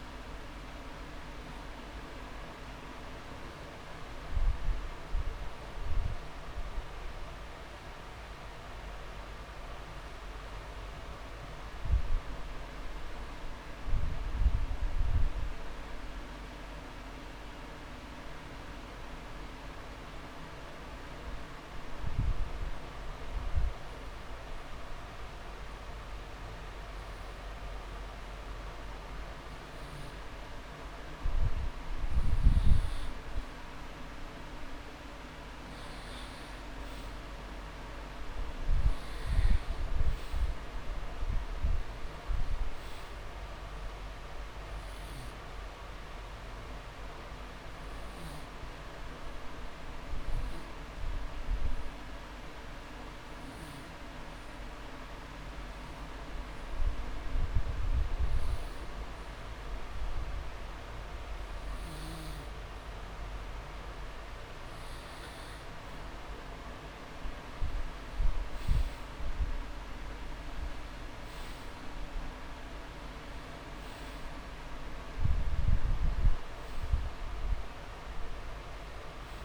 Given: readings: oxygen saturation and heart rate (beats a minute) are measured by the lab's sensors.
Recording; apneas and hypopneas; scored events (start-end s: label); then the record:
breathing in sleep, hard to hear, by a room microphone; 2
0.00-6.00 s: drop in pulse transit time (device-marked)
0.50-2.50 s: long interval between heartbeats (device-marked)
10.00-12.00 s: long interval between heartbeats (device-marked)
10.00-13.50 s: arousal
17.50-29.50 s: obstructive apnea (oxygen 100% before, 93% lowest)
20.50-22.50 s: long interval between heartbeats (device-marked)
25.00-34.00 s: drop in pulse transit time (device-marked)
30.50-32.50 s: long interval between heartbeats (device-marked)
31.50-35.00 s: arousal
38.00-66.00 s: oxygen desaturation (device-marked, oxygen 99% before, 93% lowest)
40.50-42.50 s: long interval between heartbeats (device-marked)
47.50-63.50 s: obstructive apnea (oxygen 100% before, 93% lowest)
51.00-53.00 s: long interval between heartbeats (device-marked)
61.00-63.00 s: long interval between heartbeats (device-marked)
67.50-71.50 s: arousal
75.00-79.45 s: oxygen desaturation (device-marked, oxygen 98% before, 93% lowest)
From the record:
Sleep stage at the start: N2 (light sleep); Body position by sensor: on the back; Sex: male